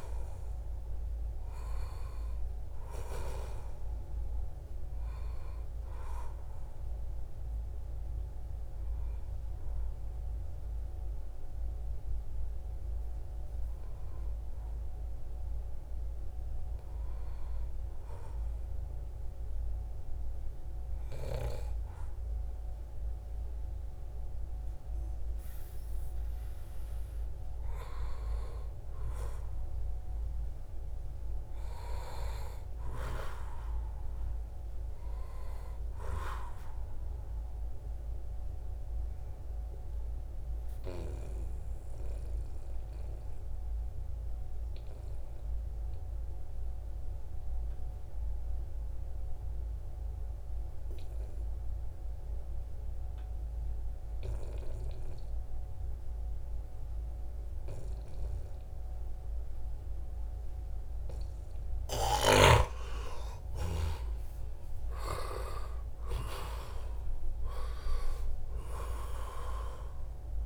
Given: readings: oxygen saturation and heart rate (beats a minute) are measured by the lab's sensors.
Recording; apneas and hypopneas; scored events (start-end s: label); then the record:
breathing in sleep by a room microphone; 2
1.50-17.50 s: oxygen desaturation (device-marked, oxygen 95% before, 91% lowest, heart rate 72 before, 73 extreme)
7.00-25.50 s: obstructive apnea (oxygen 95% before, 86% lowest, heart rate 72 before, 72 extreme, up 1 after)
28.00-33.00 s: arousal
37.50-61.00 s: obstructive apnea (oxygen 95% before, 86% lowest, heart rate 74 before, 68 extreme, up 9 after)
62.00-67.00 s: arousal
65.50-70.46 s: oxygen desaturation (device-marked, oxygen 93% before, 86% lowest, heart rate 70 before, 68 extreme)
From the record:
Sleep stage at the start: N2 (light sleep); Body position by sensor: on the back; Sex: male